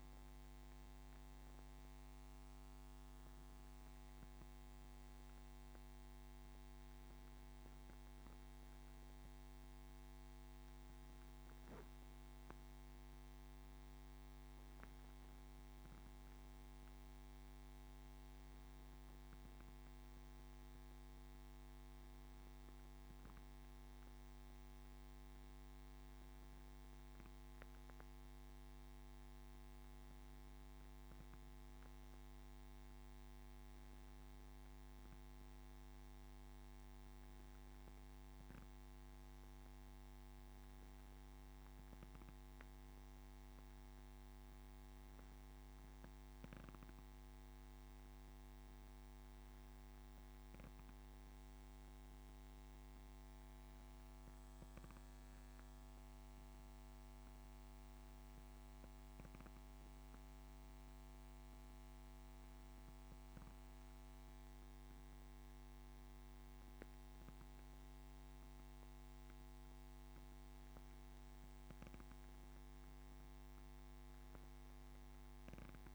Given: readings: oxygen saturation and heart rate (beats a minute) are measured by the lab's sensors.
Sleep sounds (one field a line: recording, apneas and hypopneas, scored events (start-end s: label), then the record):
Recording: breathing in sleep, hard to hear, by a microphone on the trachea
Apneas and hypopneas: 1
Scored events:
59.50-70.50 s: hypopnea (oxygen 94% before, 93% lowest, heart rate 71 before, 70 extreme, up 1 after)
73.00-75.95 s: arousal
From the record:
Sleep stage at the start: N2 (light sleep)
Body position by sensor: on the back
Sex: male